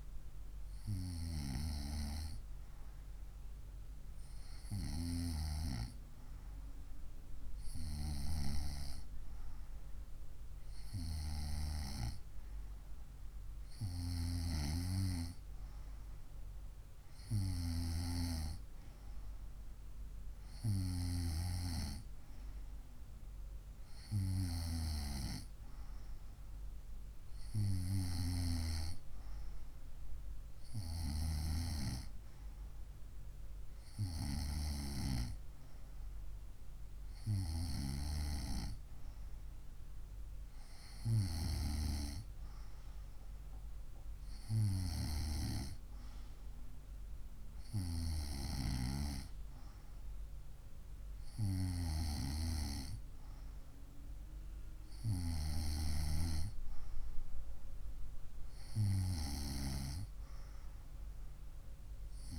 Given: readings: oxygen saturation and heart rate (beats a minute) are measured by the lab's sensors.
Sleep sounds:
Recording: breathing in sleep by a room microphone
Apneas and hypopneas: none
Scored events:
none scored
From the record:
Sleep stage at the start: N2 (light sleep)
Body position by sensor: on the right side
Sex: female

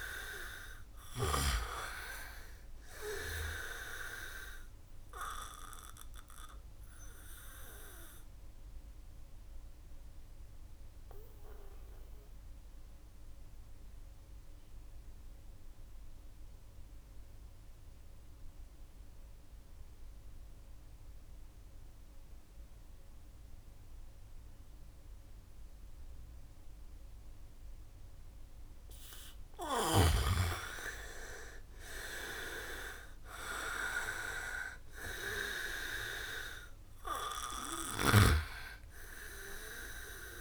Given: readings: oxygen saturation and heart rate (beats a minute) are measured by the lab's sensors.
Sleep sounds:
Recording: breathing in sleep by a room microphone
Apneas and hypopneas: 1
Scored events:
0.00-21.00 s: oxygen desaturation (device-marked, oxygen 86% lowest, heart rate 61 extreme)
5.50-28.00 s: obstructive apnea (oxygen 96% before, 83% lowest, heart rate 63 before, 61 extreme, up 5 after)
30.50-34.00 s: arousal
31.00-40.41 s: oxygen desaturation (device-marked, oxygen 98% before, 83% lowest, heart rate 64 before, 62 extreme)
From the record:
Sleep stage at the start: N2 (light sleep)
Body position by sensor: on the back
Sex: male

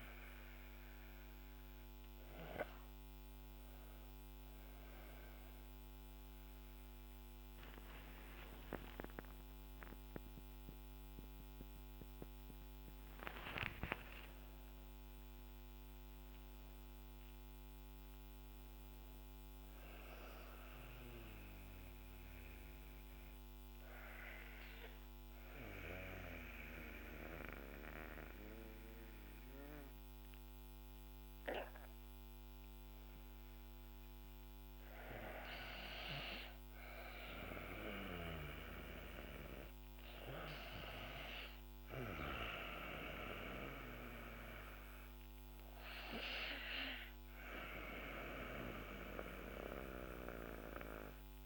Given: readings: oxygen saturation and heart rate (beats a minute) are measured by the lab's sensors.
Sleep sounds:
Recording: breathing in sleep by a microphone on the trachea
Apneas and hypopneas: 1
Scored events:
0.00-18.50 s: oxygen desaturation (device-marked, oxygen 89% lowest, heart rate 53 extreme)
10.00-13.00 s: arousal
21.00-33.00 s: obstructive apnea (oxygen 99% before, 90% lowest, heart rate 63 before, 53 extreme, up 4 after)
40.00-44.00 s: arousal
43.50-51.46 s: oxygen desaturation (device-marked, oxygen 99% before, 95% lowest, heart rate 55 before, 46 extreme)
From the record:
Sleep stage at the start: N2 (light sleep)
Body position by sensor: on the back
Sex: female

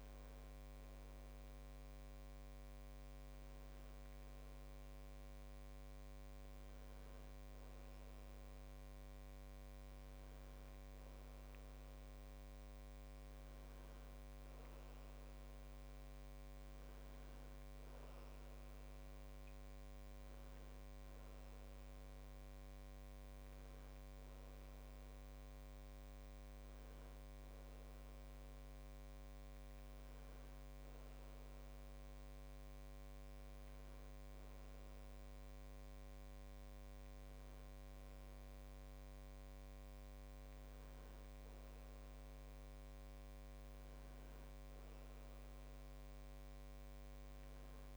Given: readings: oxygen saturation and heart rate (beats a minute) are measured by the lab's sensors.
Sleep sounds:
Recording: breathing in sleep, hard to hear, by a microphone on the trachea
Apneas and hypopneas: none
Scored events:
none scored
From the record:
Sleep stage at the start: N1 (lightest sleep)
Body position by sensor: on the back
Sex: male

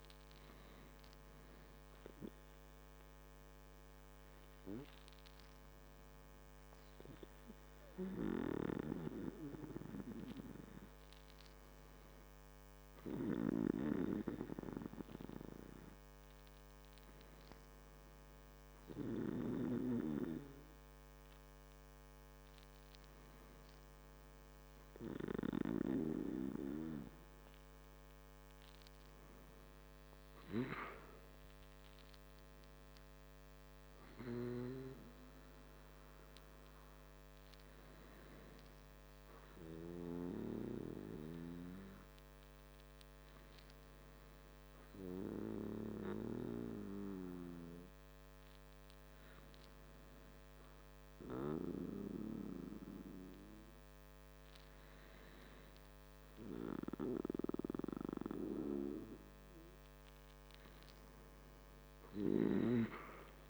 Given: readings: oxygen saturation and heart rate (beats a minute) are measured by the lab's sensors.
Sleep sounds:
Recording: breathing in sleep by a microphone on the trachea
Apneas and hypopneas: none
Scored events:
none scored
From the record:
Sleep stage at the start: N2 (light sleep)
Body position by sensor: on the back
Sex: male

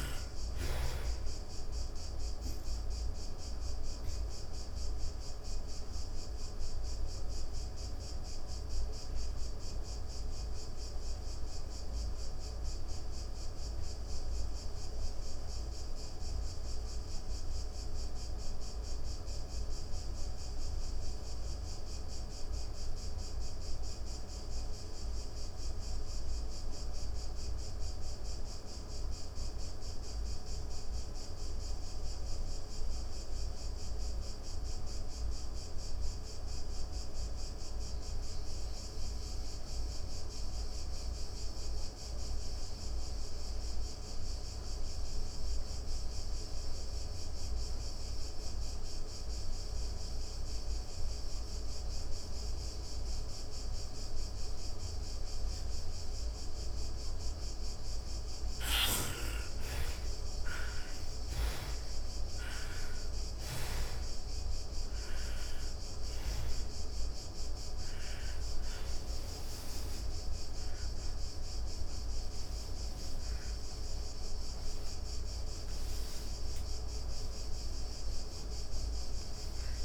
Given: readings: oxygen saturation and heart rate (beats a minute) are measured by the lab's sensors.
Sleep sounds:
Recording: breathing in sleep, hard to hear, by a room microphone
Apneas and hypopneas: 1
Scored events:
0.00-24.00 s: oxygen desaturation (device-marked, oxygen 60% lowest, heart rate 83 extreme)
3.50-56.50 s: obstructive apnea (oxygen 98% before, 54% lowest, heart rate 110 before, 88 extreme, up 60 after)
36.00-79.85 s: oxygen desaturation (device-marked, oxygen 97% before, 54% lowest, heart rate 125 before, 79 extreme)
65.00-79.85 s: new sleep stage, awake
From the record:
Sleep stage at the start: N2 (light sleep)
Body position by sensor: on the back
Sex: female

